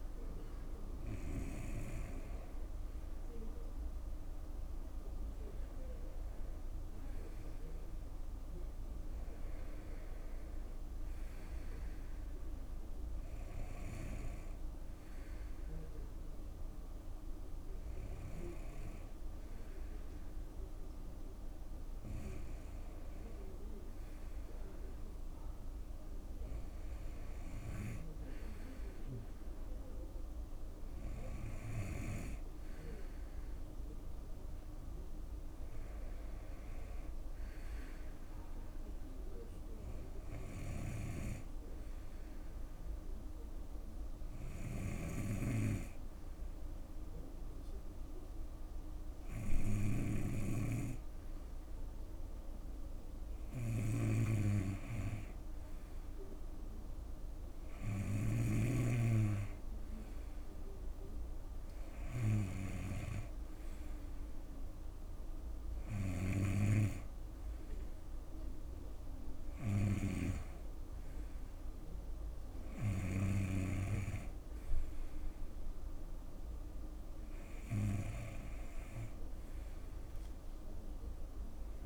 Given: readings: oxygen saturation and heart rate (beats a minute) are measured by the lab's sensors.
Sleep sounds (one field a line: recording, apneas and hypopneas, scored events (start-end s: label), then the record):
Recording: breathing in sleep by a room microphone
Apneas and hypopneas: 1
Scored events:
30.50-34.50 s: arousal
40.00-58.00 s: snoring (device-marked)
41.50-54.50 s: hypopnea (oxygen 96% before, 94% lowest, heart rate 75 before, 72 extreme, up 3 after)
43.00-45.00 s: long interval between heartbeats (device-marked, heart rate 75 before, 79 extreme)
60.00-63.50 s: arousal
63.50-65.50 s: long interval between heartbeats (device-marked, heart rate 75 before, 78 extreme)
From the record:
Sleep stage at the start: N2 (light sleep)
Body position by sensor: on the right side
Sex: male